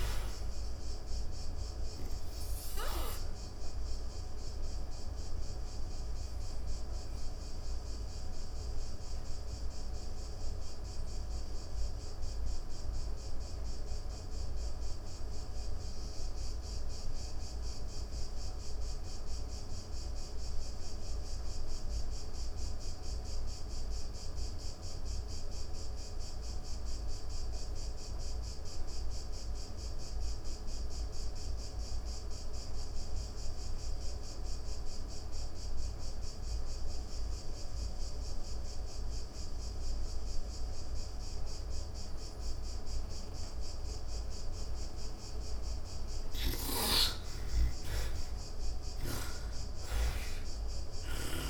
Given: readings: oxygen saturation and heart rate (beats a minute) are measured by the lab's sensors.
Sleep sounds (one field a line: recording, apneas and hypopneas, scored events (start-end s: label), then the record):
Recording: breathing in sleep, hard to hear, by a room microphone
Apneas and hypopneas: 1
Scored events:
0.00-18.50 s: oxygen desaturation (device-marked, oxygen 55% lowest, heart rate 93 extreme)
1.00-44.00 s: obstructive apnea (oxygen 89% before, 55% lowest, heart rate 104 before, 83 extreme, up 15 after)
34.50-51.50 s: oxygen desaturation (device-marked, oxygen 98% before, 60% lowest, heart rate 121 before, 83 extreme)
45.00-49.00 s: snoring (device-marked)
46.00-50.50 s: arousal
From the record:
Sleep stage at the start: N2 (light sleep)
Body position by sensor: on the back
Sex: female